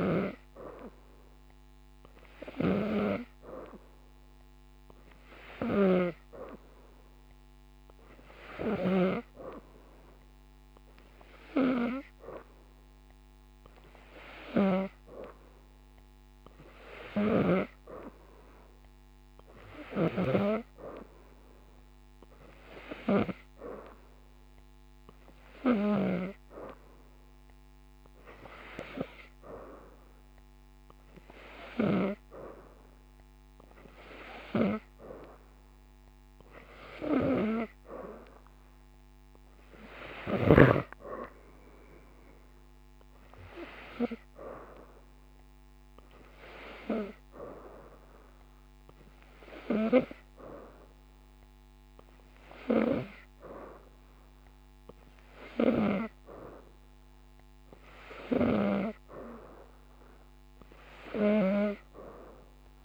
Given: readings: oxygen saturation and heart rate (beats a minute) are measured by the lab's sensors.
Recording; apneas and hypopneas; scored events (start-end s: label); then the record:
breathing in sleep by a microphone on the trachea; none
0.00-9.00 s: snoring (device-marked)
From the record:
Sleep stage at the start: N2 (light sleep); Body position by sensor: upright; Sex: female